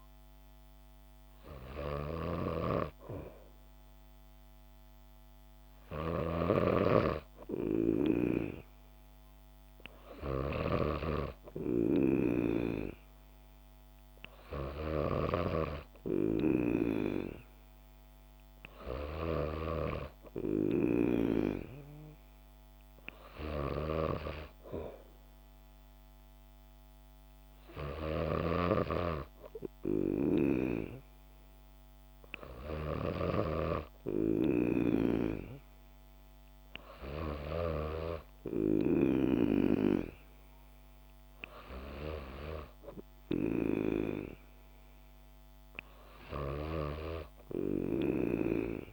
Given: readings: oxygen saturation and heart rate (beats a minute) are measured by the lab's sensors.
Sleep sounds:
breathing in sleep by a microphone on the trachea; none
0.00-38.00 s: snoring (device-marked)
36.00-48.93 s: new sleep stage, N3 (deep sleep)
46.50-48.93 s: snoring (device-marked)
From the record:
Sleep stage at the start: N2 (light sleep); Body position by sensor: on the back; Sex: female

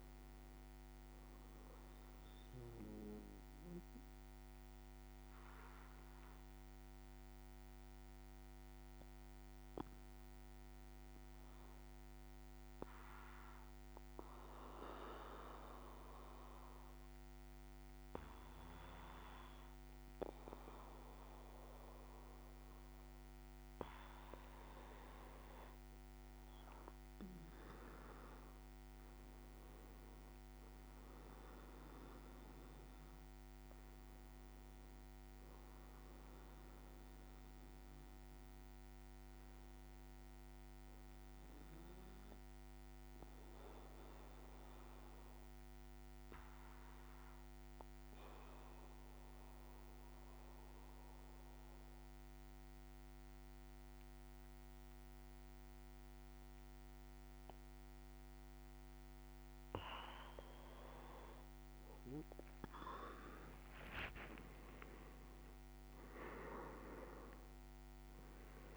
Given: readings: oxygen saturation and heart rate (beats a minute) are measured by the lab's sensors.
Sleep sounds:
breathing in sleep by a microphone on the trachea; 2
4.00-23.00 s: obstructive apnea (oxygen 98% before, 95% lowest, heart rate 55 before, 53 extreme, up 4 after)
25.50-30.50 s: arousal
41.00-59.50 s: obstructive apnea (oxygen 98% before, 95% lowest, heart rate 55 before, 53 extreme, up 5 after)
63.00-68.50 s: arousal
From the record:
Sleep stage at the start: N2 (light sleep); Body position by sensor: on the back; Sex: male

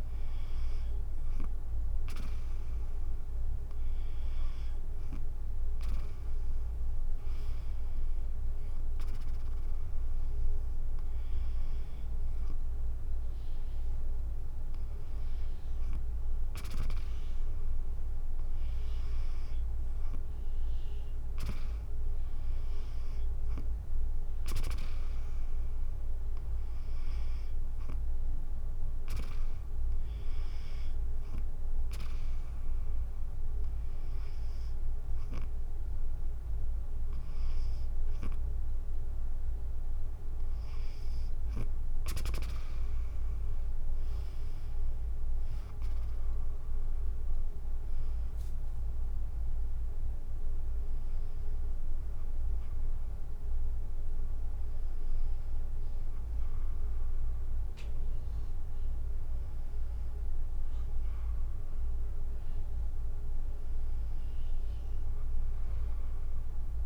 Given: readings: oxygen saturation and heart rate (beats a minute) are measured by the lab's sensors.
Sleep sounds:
breathing in sleep by a room microphone; none
none scored
From the record:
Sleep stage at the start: N2 (light sleep); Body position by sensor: on the back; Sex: female

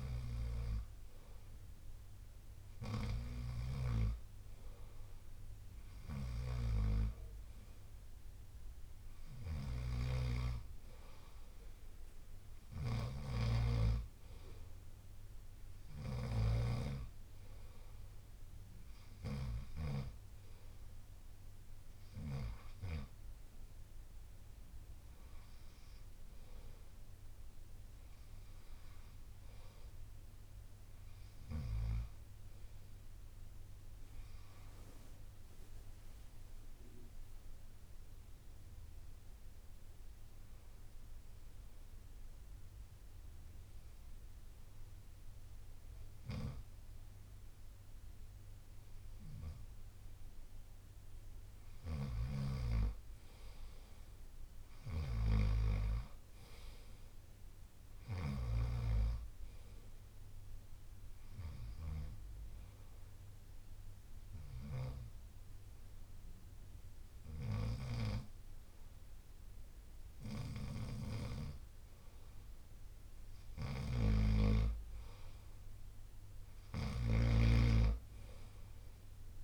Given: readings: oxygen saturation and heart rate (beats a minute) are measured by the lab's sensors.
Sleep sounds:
breathing in sleep by a room microphone; 2
3.00-16.00 s: snoring (device-marked)
30.00-34.50 s: arousal
40.50-50.50 s: obstructive apnea (oxygen 93% before, 90% lowest, heart rate 68 before, 59 extreme, up 0 after)
50.50-52.50 s: bradycardia (device-marked, heart rate 65 before, 60 extreme)
53.00-57.00 s: arousal
60.50-71.50 s: oxygen desaturation (device-marked, oxygen 94% before, 90% lowest, heart rate 62 before, 64 extreme)
61.00-72.00 s: hypopnea (oxygen 94% before, 90% lowest, heart rate 62 before, 64 extreme, up 2 after)
73.50-79.44 s: snoring (device-marked)
74.00-77.00 s: arousal
77.50-79.44 s: oxygen desaturation (device-marked, oxygen 95% before, 91% lowest, heart rate 64 before, 62 extreme)
From the record:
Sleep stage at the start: N2 (light sleep); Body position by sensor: on the right side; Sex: male

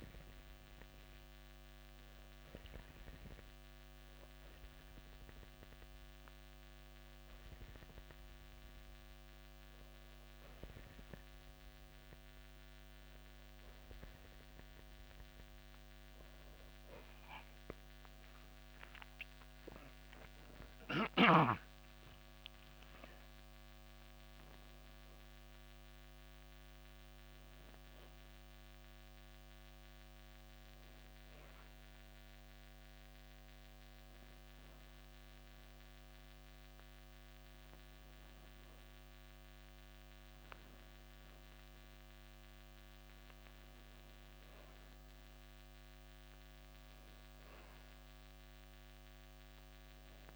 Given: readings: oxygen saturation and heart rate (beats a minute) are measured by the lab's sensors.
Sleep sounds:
breathing in sleep, hard to hear, by a microphone on the trachea; none
21.00-24.50 s: arousal
From the record:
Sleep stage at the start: N2 (light sleep); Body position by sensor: on the back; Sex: male

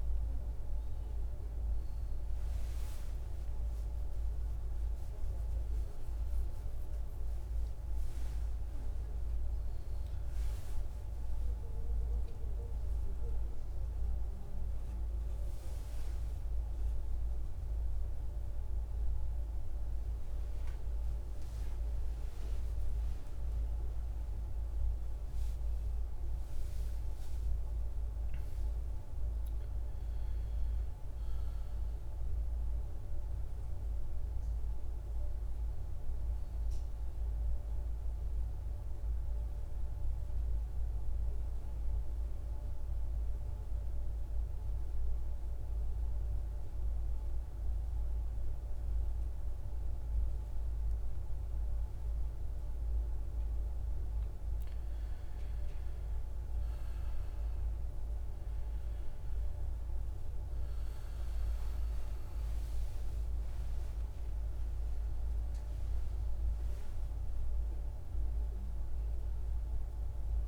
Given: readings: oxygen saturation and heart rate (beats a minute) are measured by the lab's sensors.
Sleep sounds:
breathing in sleep, hard to hear, by a room microphone; 2
3.50-7.50 s: arousal
11.00-22.50 s: hypopnea (oxygen 98% before, 89% lowest, heart rate 60 before, 57 extreme, up 12 after)
13.50-26.50 s: oxygen desaturation (device-marked, oxygen 95% before, 92% lowest, heart rate 61 before, 56 extreme)
25.00-30.50 s: arousal
41.00-54.00 s: central apnea (oxygen 97% before, 89% lowest, heart rate 65 before, 56 extreme, up 14 after)
57.00-62.00 s: arousal
57.50-70.48 s: oxygen desaturation (device-marked, oxygen 96% before, 89% lowest, heart rate 59 before, 56 extreme)
From the record:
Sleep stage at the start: N2 (light sleep); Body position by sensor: on the back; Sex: male

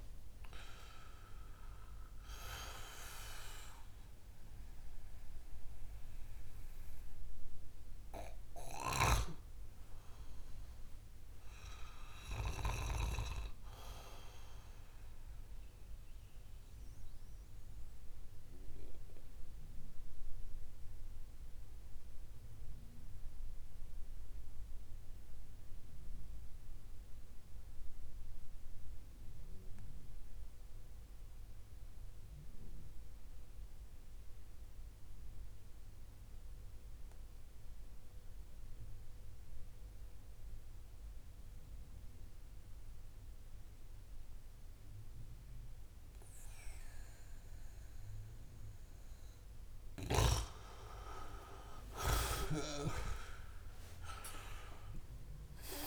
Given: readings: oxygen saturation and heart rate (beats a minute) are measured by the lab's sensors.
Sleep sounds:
breathing in sleep by a room microphone; 1
0.00-1.50 s: arousal
0.00-2.00 s: oxygen desaturation (device-marked, oxygen 91% lowest)
8.50-13.00 s: snoring (device-marked)
16.00-48.50 s: obstructive apnea (oxygen 96% before, 88% lowest)
40.00-55.87 s: oxygen desaturation (device-marked, oxygen 97% before, 88% lowest)
50.00-55.87 s: arousal
From the record:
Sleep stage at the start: N2 (light sleep); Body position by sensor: on the back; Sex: male

